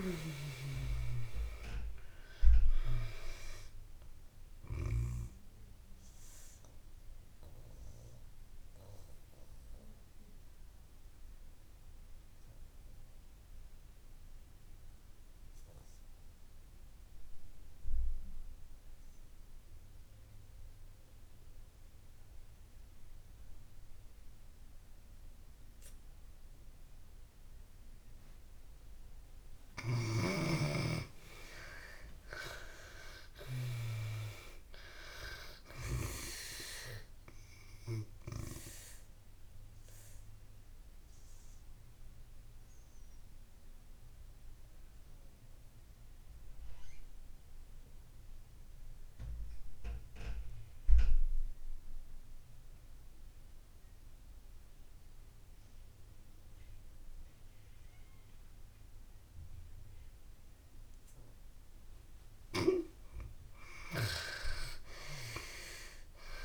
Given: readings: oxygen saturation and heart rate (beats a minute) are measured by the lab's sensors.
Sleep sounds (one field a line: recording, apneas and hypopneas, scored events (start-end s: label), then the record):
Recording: breathing in sleep by a room microphone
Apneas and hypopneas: 2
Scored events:
0.00-2.00 s: arousal
1.00-26.00 s: oxygen desaturation (device-marked, oxygen 96% before, 75% lowest)
6.00-29.50 s: mixed apnea (oxygen 96% before, 73% lowest)
28.00-57.00 s: oxygen desaturation (device-marked, oxygen 97% before, 73% lowest)
31.50-34.50 s: arousal
38.50-62.00 s: obstructive apnea (oxygen 97% before, 73% lowest)
59.00-66.45 s: oxygen desaturation (device-marked, oxygen 97% before, 73% lowest)
63.50-66.45 s: arousal
From the record:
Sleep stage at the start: N2 (light sleep)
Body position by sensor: on the back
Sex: female